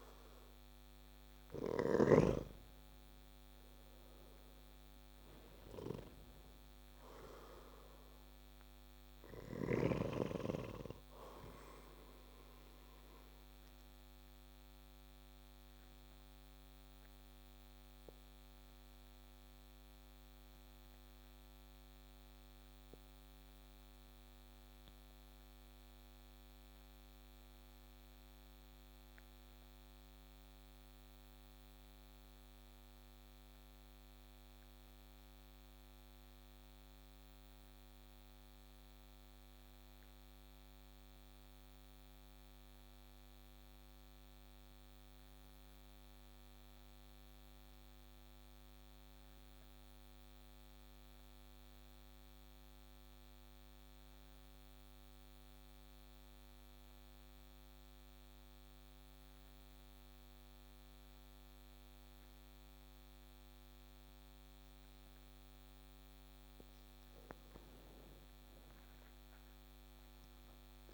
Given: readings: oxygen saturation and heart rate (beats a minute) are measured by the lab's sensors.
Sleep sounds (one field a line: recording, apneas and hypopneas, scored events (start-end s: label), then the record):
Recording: breathing in sleep by a microphone on the trachea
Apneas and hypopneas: 1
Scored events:
0.00-2.50 s: arousal
0.00-33.00 s: oxygen desaturation (device-marked, oxygen 89% lowest)
13.00-66.50 s: obstructive apnea (oxygen 96% before, 89% lowest)
68.50-70.94 s: arousal
From the record:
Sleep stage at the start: N2 (light sleep)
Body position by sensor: on the back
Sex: male